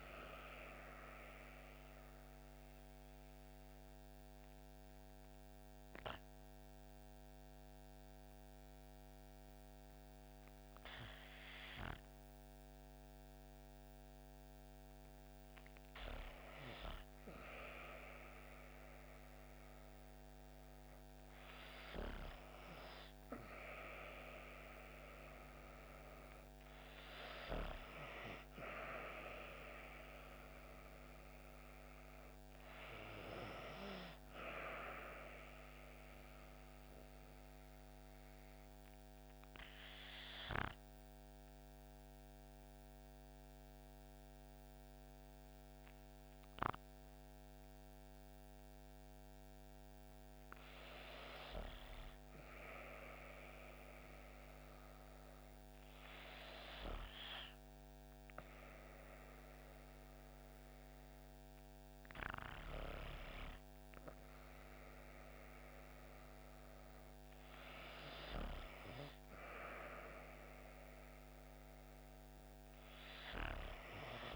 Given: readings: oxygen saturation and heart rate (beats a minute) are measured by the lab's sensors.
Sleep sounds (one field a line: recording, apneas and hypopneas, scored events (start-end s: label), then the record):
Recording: breathing in sleep by a microphone on the trachea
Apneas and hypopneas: 2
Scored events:
0.00-5.00 s: oxygen desaturation (device-marked, oxygen 92% lowest)
1.50-17.00 s: obstructive apnea (oxygen 97% before, 89% lowest)
19.50-23.50 s: arousal
32.00-50.00 s: oxygen desaturation (device-marked, oxygen 95% before, 90% lowest)
40.00-52.00 s: obstructive apnea (oxygen 96% before, 89% lowest)
53.50-57.50 s: arousal
70.00-74.36 s: oxygen desaturation (device-marked, oxygen 94% before, 89% lowest)
From the record:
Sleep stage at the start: REM sleep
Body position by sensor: on the back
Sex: female